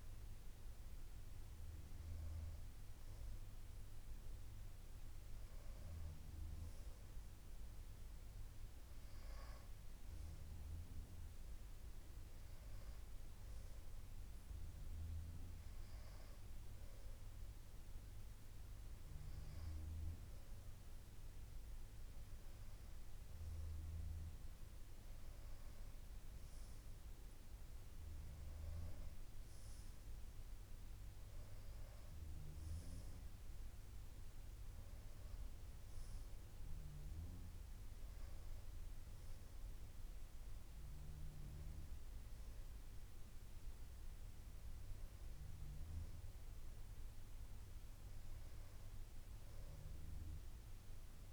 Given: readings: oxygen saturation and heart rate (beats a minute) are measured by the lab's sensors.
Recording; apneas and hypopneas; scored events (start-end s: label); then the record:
breathing in sleep, hard to hear, by a room microphone; none
none scored
From the record:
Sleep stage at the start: N2 (light sleep); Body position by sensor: on the back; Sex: female